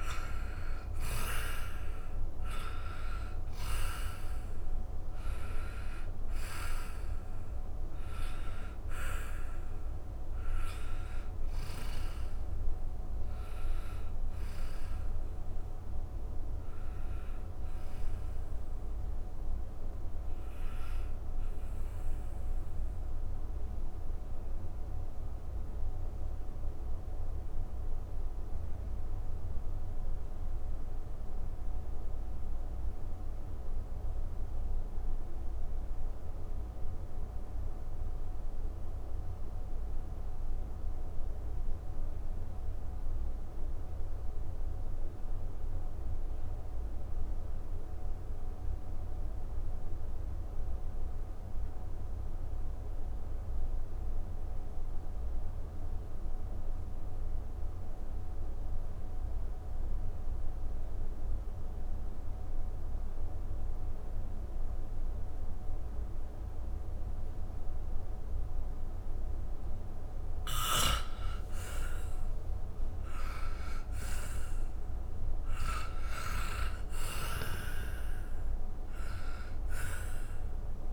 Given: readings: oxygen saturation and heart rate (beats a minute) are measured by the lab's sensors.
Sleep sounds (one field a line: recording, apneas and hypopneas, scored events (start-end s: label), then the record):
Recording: breathing in sleep by a room microphone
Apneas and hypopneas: 1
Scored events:
0.00-43.50 s: oxygen desaturation (device-marked, oxygen 80% lowest, heart rate 46 extreme)
21.50-70.00 s: mixed apnea (oxygen 94% before, 80% lowest, heart rate 136 before, 46 extreme, up 49 after)
65.50-80.93 s: oxygen desaturation (device-marked, oxygen 99% before, 85% lowest, heart rate 71 before, 69 extreme)
70.50-75.50 s: arousal
From the record:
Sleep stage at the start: N2 (light sleep)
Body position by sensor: on the back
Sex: male